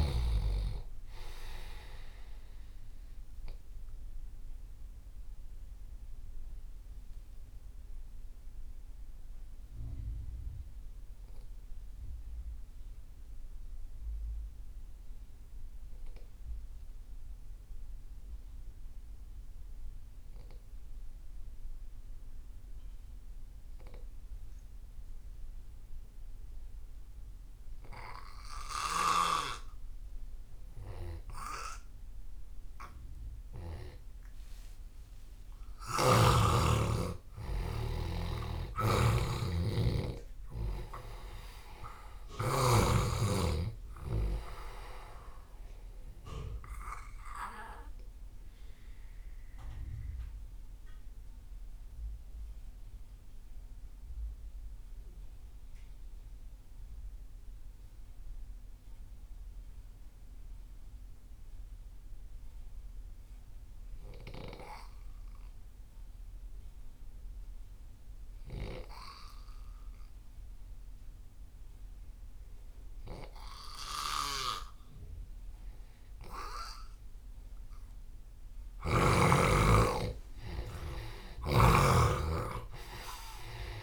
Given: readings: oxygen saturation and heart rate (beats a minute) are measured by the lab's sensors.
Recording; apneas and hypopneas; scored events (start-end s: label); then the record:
breathing in sleep by a room microphone; 2
0.00-20.00 s: oxygen desaturation (device-marked, oxygen 87% lowest)
3.50-31.50 s: obstructive apnea (oxygen 98% before, 86% lowest)
31.00-63.00 s: oxygen desaturation (device-marked, oxygen 98% before, 86% lowest)
34.00-39.50 s: arousal
38.00-42.50 s: snoring (device-marked)
47.00-78.00 s: mixed apnea (oxygen 98% before, 86% lowest)
74.00-79.00 s: snoring (device-marked)
80.00-83.83 s: arousal
81.00-83.83 s: snoring (device-marked)
From the record:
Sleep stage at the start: N2 (light sleep); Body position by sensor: on the left side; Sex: male